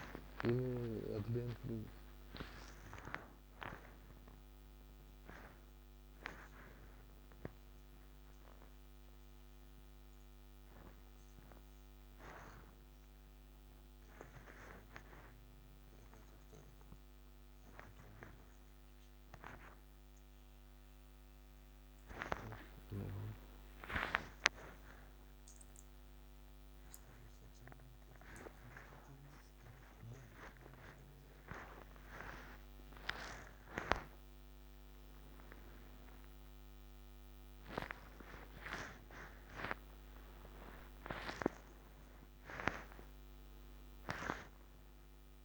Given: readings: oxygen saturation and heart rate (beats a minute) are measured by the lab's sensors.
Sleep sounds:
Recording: a person awake in a sleep study, by a microphone on the trachea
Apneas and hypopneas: none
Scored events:
none scored
From the record:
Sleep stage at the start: awake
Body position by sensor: upright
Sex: male

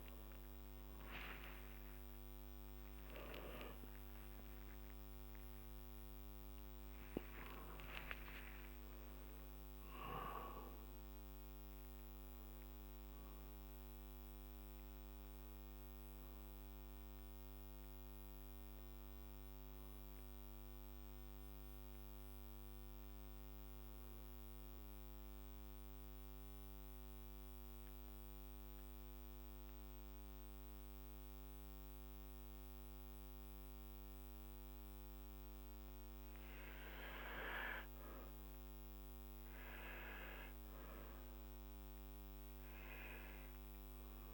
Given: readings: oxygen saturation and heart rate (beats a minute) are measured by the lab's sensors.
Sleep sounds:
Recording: a person partly awake in a sleep study, by a microphone on the trachea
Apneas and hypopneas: 1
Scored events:
5.50-7.50 s: long interval between heartbeats (device-marked, heart rate 64 before, 105 extreme)
7.50-9.50 s: long interval between heartbeats (device-marked, heart rate 69 before, 115 extreme)
14.50-44.34 s: new sleep stage, N1 (lightest sleep)
24.50-36.00 s: central apnea (oxygen 95% before, 95% lowest, heart rate 88 before, 56 extreme, up 0 after)
38.50-42.50 s: arousal
From the record:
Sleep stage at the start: awake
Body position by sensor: on the back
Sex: male

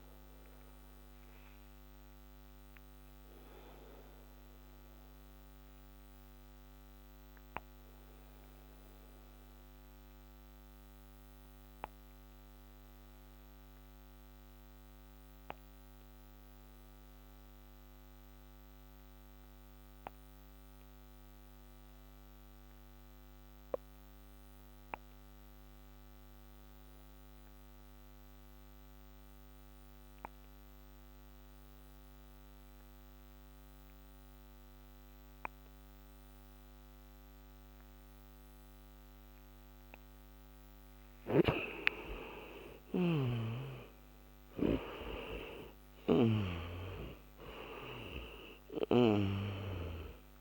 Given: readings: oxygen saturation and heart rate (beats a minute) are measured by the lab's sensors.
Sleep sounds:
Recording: breathing in sleep by a microphone on the trachea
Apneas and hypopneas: 1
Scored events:
0.00-27.00 s: oxygen desaturation (device-marked, oxygen 85% lowest, heart rate 45 extreme)
0.50-40.50 s: obstructive apnea (oxygen 98% before, 84% lowest, heart rate 59 before, 45 extreme, up 4 after)
42.00-47.50 s: arousal
46.00-50.41 s: oxygen desaturation (device-marked, oxygen 96% before, 84% lowest, heart rate 61 before, 47 extreme)
From the record:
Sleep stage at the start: N2 (light sleep)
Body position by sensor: on the back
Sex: male

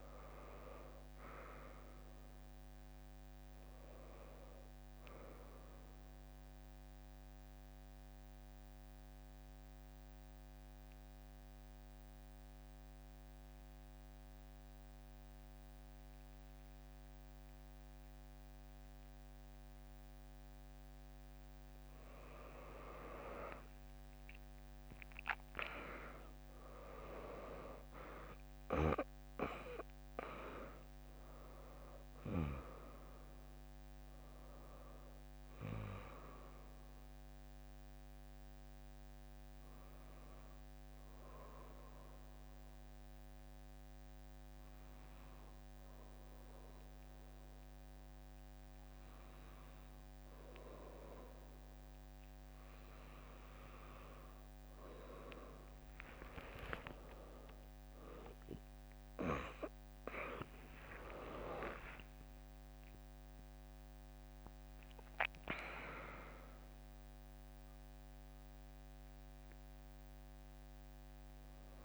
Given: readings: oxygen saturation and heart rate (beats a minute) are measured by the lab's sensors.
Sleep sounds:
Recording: breathing in sleep by a microphone on the trachea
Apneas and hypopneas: 2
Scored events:
2.50-16.50 s: drop in pulse transit time (device-marked, heart rate 74 before, 80 extreme)
5.50-19.50 s: mixed apnea (oxygen 99% before, 96% lowest, heart rate 74 before, 63 extreme)
23.50-28.50 s: arousal
29.50-46.50 s: drop in pulse transit time (device-marked, heart rate 76 before, 79 extreme)
38.50-51.00 s: obstructive apnea (oxygen 99% before, 96% lowest, heart rate 77 before, 59 extreme)
57.00-61.00 s: arousal
60.50-71.85 s: drop in pulse transit time (device-marked, heart rate 74 before, 70 extreme)
From the record:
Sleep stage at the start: N2 (light sleep)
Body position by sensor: on the back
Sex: female

